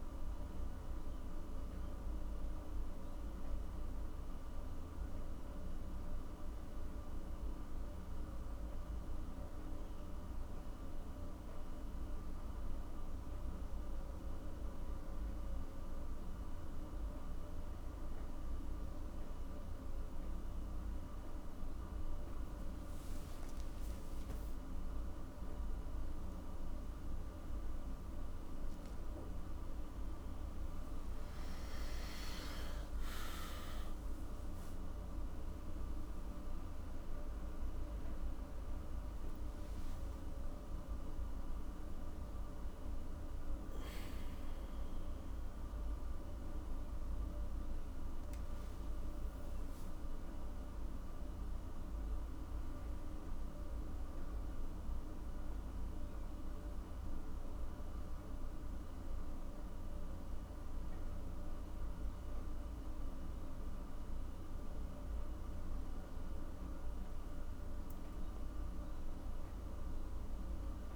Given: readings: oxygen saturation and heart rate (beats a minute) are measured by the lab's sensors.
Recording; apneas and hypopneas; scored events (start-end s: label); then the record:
a person partly awake in a sleep study, hard to hear, by a room microphone; none
13.50-43.50 s: new sleep stage, awake
43.50-70.96 s: new sleep stage, N1 (lightest sleep)
From the record:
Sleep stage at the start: N1 (lightest sleep); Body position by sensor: on the back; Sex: male